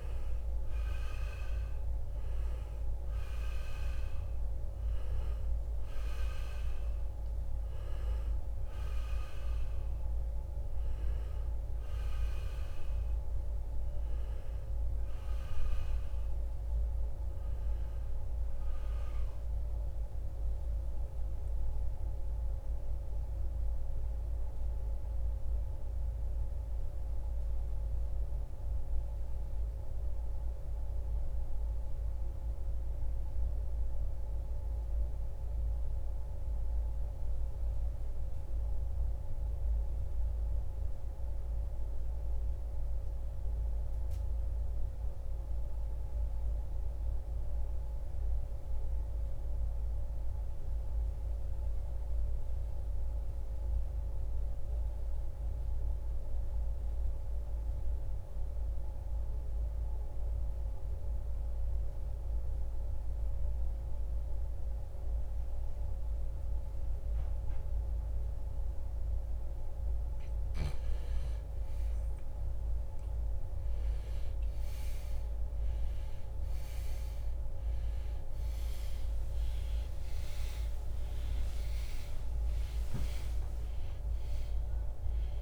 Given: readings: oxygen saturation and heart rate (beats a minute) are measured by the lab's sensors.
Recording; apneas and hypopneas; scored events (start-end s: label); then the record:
breathing in sleep, hard to hear, by a room microphone; 1
0.00-31.50 s: oxygen desaturation (device-marked, oxygen 77% lowest, heart rate 55 extreme)
20.00-69.00 s: mixed apnea (oxygen 94% before, 77% lowest, heart rate 85 before, 58 extreme, up 16 after)
23.50-83.50 s: new sleep stage, N2 (light sleep)
55.50-85.42 s: oxygen desaturation (device-marked, oxygen 99% before, 80% lowest, heart rate 68 before, 59 extreme)
78.00-82.50 s: arousal
83.50-85.42 s: new sleep stage, N1 (lightest sleep)
From the record:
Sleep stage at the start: N1 (lightest sleep); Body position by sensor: on the right side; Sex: male